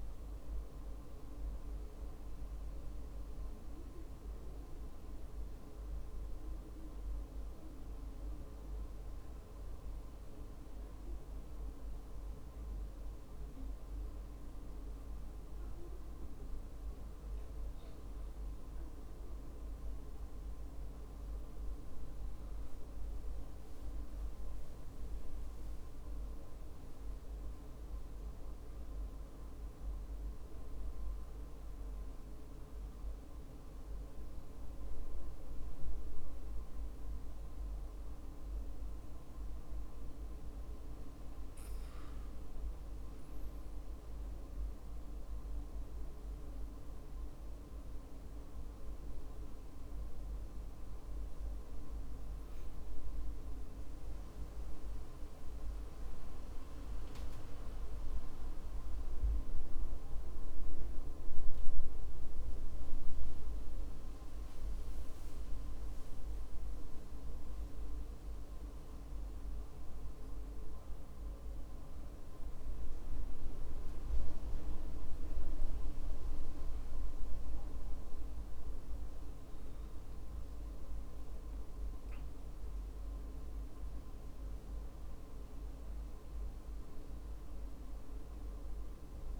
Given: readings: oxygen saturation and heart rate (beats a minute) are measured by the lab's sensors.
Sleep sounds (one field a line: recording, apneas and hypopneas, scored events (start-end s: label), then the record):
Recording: breathing in sleep, hard to hear, by a room microphone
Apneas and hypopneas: 1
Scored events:
12.00-22.00 s: hypopnea (oxygen 96% before, 94% lowest, heart rate 60 before, 53 extreme, up 16 after)
24.50-28.50 s: arousal
40.50-89.40 s: new sleep stage, N1 (lightest sleep)
81.50-85.50 s: arousal
From the record:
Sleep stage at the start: N2 (light sleep)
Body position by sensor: on the back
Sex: male